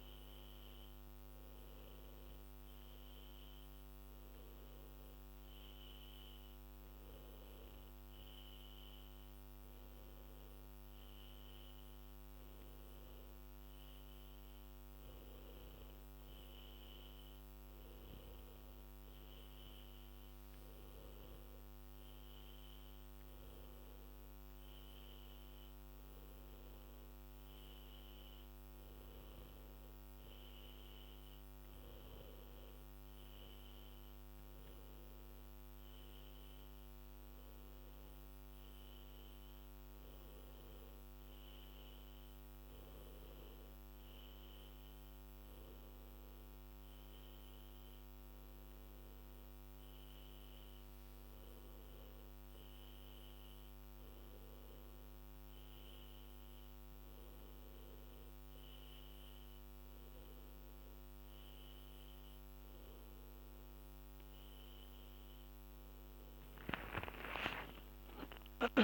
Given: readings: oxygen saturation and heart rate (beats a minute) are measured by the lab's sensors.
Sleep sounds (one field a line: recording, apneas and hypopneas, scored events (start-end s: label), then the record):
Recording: breathing in sleep, hard to hear, by a microphone on the trachea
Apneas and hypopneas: none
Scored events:
67.00-68.84 s: arousal
From the record:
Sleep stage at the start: N1 (lightest sleep)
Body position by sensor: on the back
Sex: female